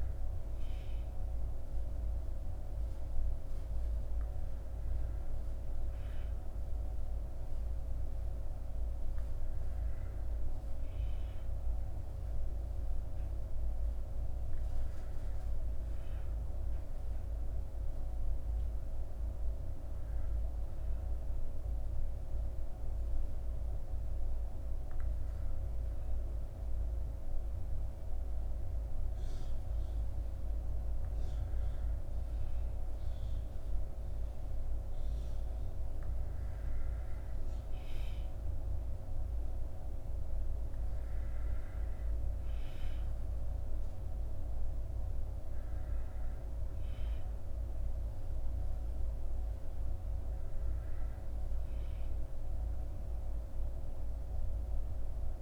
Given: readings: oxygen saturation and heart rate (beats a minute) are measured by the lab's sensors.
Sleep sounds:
breathing in sleep, hard to hear, by a room microphone; none
none scored
From the record:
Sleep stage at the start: N1 (lightest sleep); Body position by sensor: on the back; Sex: male

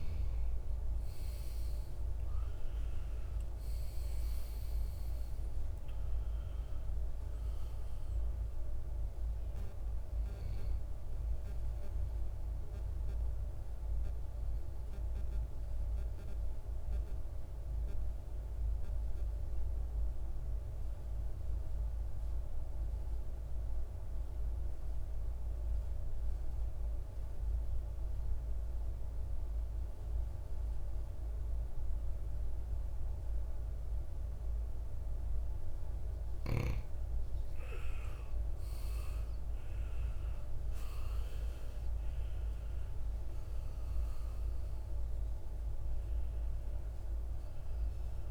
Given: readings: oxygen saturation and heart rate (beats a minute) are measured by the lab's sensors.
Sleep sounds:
breathing in sleep, hard to hear, by a room microphone; 1
0.00-4.50 s: arousal
19.50-35.50 s: obstructive apnea (oxygen 96% before, 90% lowest, heart rate 63 before, 53 extreme, up 21 after)
39.00-48.31 s: oxygen desaturation (device-marked, oxygen 98% before, 90% lowest, heart rate 57 before, 53 extreme)
40.50-45.50 s: arousal
From the record:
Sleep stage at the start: N2 (light sleep); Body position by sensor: on the right side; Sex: male

